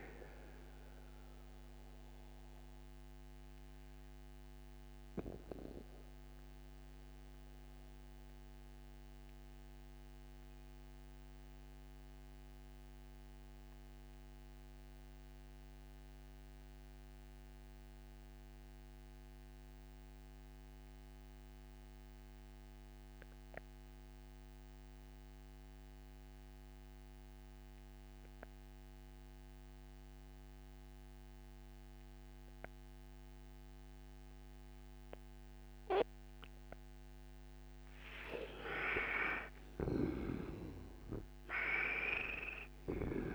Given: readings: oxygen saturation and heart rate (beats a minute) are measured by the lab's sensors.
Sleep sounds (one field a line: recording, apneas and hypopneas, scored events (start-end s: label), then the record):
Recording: breathing in sleep by a microphone on the trachea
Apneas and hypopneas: 1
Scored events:
0.00-20.50 s: oxygen desaturation (device-marked, oxygen 79% lowest, heart rate 38 extreme)
1.00-36.50 s: mixed apnea (oxygen 96% before, 79% lowest, heart rate 54 before, 37 extreme, up 2 after)
38.00-43.34 s: arousal
39.50-43.00 s: snoring (device-marked)
40.50-43.34 s: oxygen desaturation (device-marked, oxygen 98% before, 82% lowest, heart rate 61 before, 37 extreme)
From the record:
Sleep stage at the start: N2 (light sleep)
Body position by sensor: on the right side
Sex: male